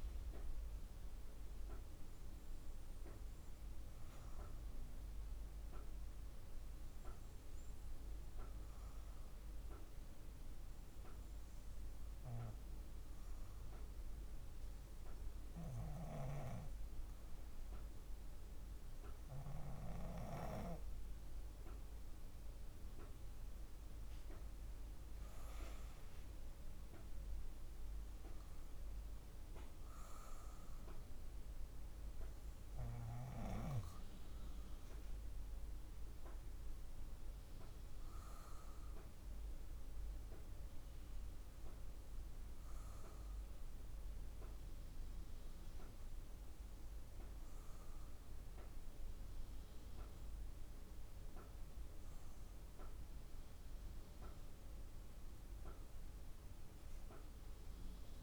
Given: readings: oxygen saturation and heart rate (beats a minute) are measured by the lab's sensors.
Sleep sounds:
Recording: breathing in sleep by a room microphone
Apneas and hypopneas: none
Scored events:
none scored
From the record:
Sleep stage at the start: N2 (light sleep)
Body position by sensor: on the back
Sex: female

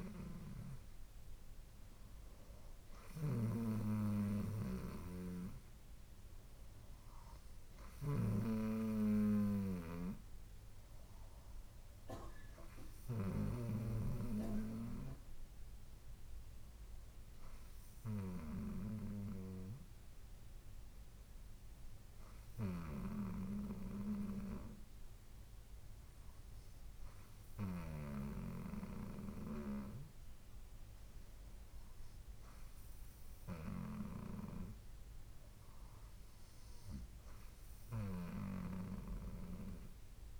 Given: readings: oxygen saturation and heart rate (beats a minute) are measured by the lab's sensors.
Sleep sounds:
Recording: breathing in sleep by a room microphone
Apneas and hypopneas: none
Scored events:
none scored
From the record:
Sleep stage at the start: N2 (light sleep)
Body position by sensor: on the right side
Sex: female

